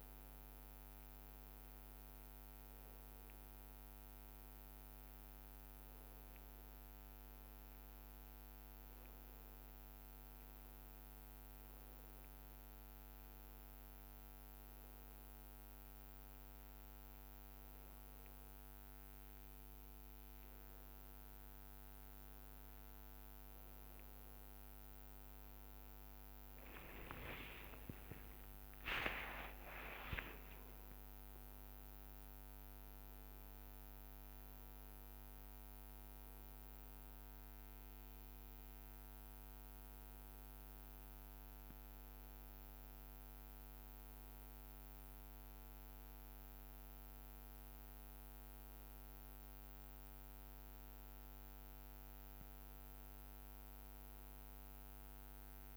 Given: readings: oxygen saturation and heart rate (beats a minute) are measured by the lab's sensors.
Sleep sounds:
a person awake in a sleep study, hard to hear, by a microphone on the trachea; none
17.50-19.50 s: long interval between heartbeats (device-marked, heart rate 68 before, 58 extreme)
25.00-27.00 s: long interval between heartbeats (device-marked, heart rate 65 before, 70 extreme)
29.50-31.50 s: long interval between heartbeats (device-marked, heart rate 64 before, 39 extreme)
36.00-38.00 s: long interval between heartbeats (device-marked)
41.50-43.50 s: long interval between heartbeats (device-marked)
From the record:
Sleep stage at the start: awake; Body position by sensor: on the back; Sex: male

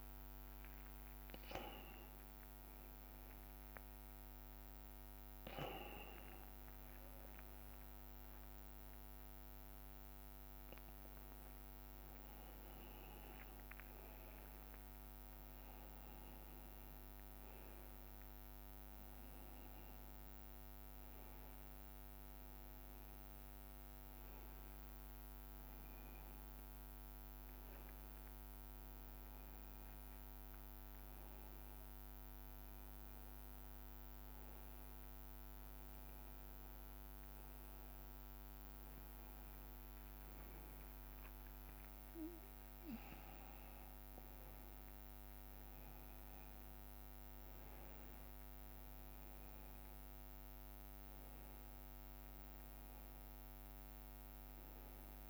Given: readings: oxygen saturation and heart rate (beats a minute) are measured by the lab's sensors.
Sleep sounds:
a person awake in a sleep study, hard to hear, by a microphone on the trachea; none
1.50-3.50 s: long interval between heartbeats (device-marked, heart rate 111 before, 100 extreme)
10.00-12.00 s: long interval between heartbeats (device-marked, heart rate 98 before, 105 extreme)
12.50-14.50 s: long interval between heartbeats (device-marked, heart rate 100 before, 114 extreme)
18.00-20.00 s: long interval between heartbeats (device-marked, heart rate 105 before, 105 extreme)
21.00-23.00 s: long interval between heartbeats (device-marked, heart rate 107 before, 96 extreme)
24.50-26.50 s: long interval between heartbeats (device-marked, heart rate 106 before, 95 extreme)
35.00-37.00 s: long interval between heartbeats (device-marked, heart rate 106 before, 171 extreme)
37.00-39.00 s: long interval between heartbeats (device-marked, heart rate 112 before, 166 extreme)
40.00-42.00 s: long interval between heartbeats (device-marked, heart rate 121 before, 124 extreme)
42.00-44.00 s: long interval between heartbeats (device-marked, heart rate 124 before, 118 extreme)
From the record:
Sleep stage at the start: awake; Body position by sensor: on the right side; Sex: male

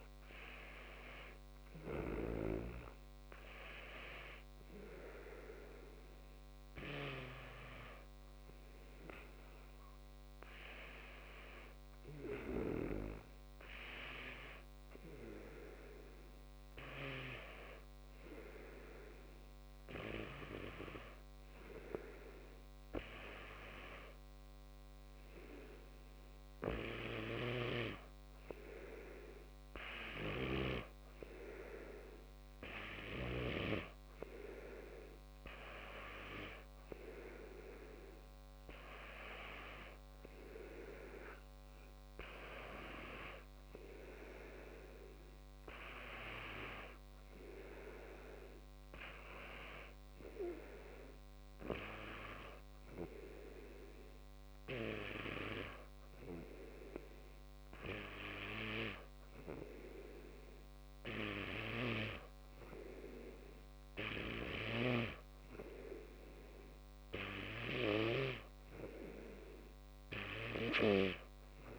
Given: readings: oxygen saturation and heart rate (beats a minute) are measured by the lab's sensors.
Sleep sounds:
breathing in sleep by a microphone on the trachea; 1
32.50-44.50 s: hypopnea (oxygen 94% before, 91% lowest, heart rate 60 before, 58 extreme, up 1 after)
47.00-50.50 s: arousal
From the record:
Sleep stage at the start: N2 (light sleep); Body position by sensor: on the back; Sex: male

